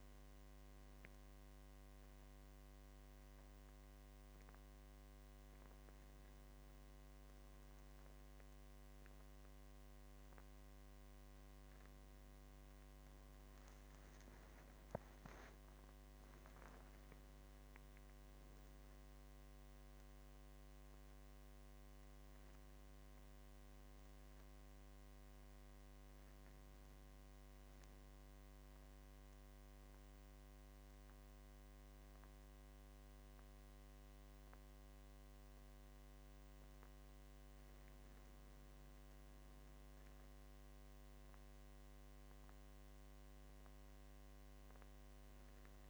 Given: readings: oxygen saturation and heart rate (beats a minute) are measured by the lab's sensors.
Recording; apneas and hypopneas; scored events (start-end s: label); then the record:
a person awake in a sleep study, hard to hear, by a microphone on the trachea; none
none scored
From the record:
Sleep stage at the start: awake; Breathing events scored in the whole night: 258 in 4.9 hours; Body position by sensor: on the back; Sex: male